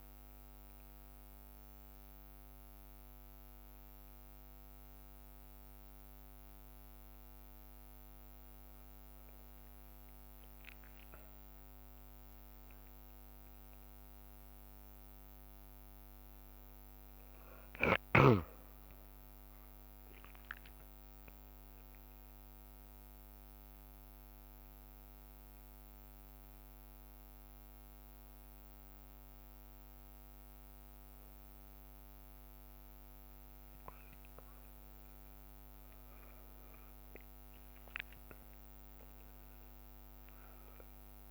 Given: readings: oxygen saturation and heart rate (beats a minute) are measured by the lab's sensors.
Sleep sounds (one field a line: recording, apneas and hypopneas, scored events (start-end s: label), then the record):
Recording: breathing in sleep, hard to hear, by a microphone on the trachea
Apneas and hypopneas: 1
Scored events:
7.00-22.00 s: drop in pulse transit time (device-marked, heart rate 64 before, 62 extreme)
18.50-22.50 s: arousal
22.50-31.50 s: leg movement (device-marked)
25.50-37.00 s: obstructive apnea (oxygen 95% before, 93% lowest, heart rate 63 before, 61 extreme, up 4 after)
37.50-41.31 s: arousal
From the record:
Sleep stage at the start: N1 (lightest sleep)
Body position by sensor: on the back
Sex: male